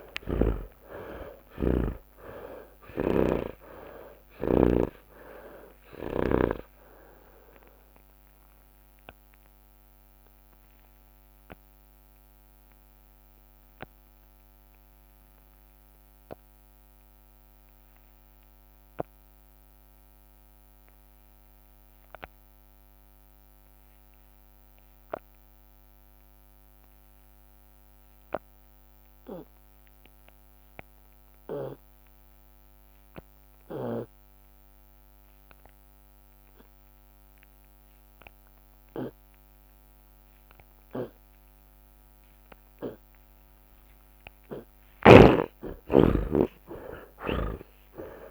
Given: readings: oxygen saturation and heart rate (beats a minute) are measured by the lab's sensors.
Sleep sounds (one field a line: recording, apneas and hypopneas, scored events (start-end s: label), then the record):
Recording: breathing in sleep by a microphone on the trachea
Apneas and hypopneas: 1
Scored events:
0.00-6.50 s: snoring (device-marked)
8.00-43.00 s: obstructive apnea (oxygen 96% before, 80% lowest)
46.00-48.31 s: arousal
From the record:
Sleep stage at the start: N2 (light sleep)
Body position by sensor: on the left side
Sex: male